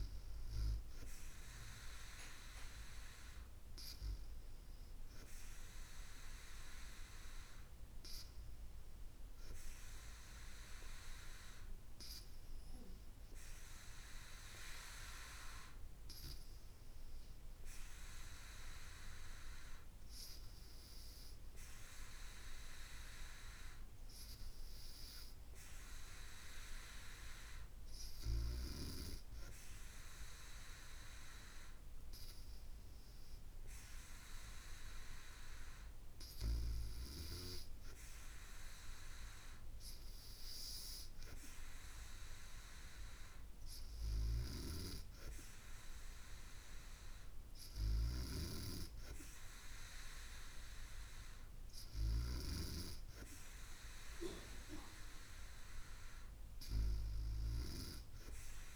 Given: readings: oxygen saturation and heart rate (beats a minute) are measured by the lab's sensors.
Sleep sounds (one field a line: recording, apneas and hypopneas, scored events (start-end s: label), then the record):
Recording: breathing in sleep by a room microphone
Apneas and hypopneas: none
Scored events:
none scored
From the record:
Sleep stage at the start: N2 (light sleep)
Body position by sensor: on the back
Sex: female